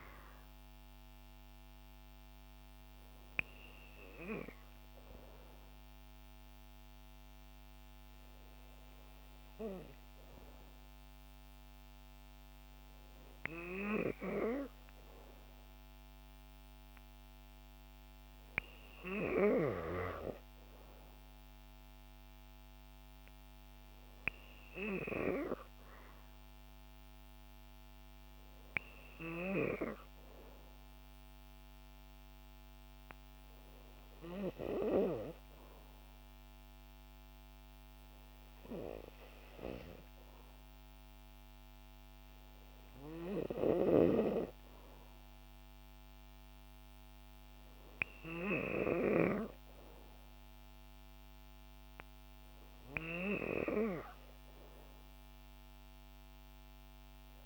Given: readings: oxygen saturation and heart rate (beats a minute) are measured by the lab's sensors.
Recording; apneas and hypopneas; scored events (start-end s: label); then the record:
breathing in sleep by a microphone on the trachea; none
none scored
From the record:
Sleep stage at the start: N3 (deep sleep); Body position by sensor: on the back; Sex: female